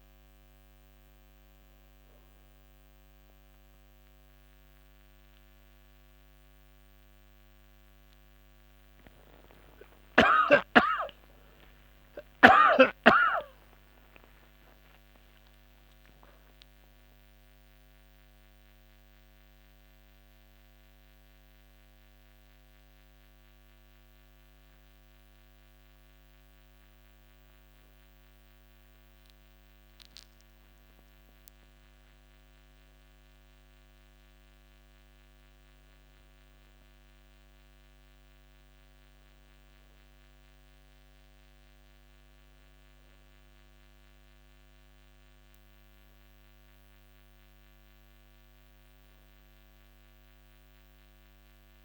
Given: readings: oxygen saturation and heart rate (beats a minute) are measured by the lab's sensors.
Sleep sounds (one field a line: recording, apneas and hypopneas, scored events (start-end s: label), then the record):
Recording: breathing in sleep by a microphone on the trachea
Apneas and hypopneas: 1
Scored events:
9.00-13.50 s: arousal
15.00-26.00 s: mixed apnea (oxygen 95% before, 95% lowest)
28.50-33.00 s: arousal
49.00-51.85 s: new sleep stage, awake
From the record:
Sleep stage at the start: N2 (light sleep)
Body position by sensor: on the back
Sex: male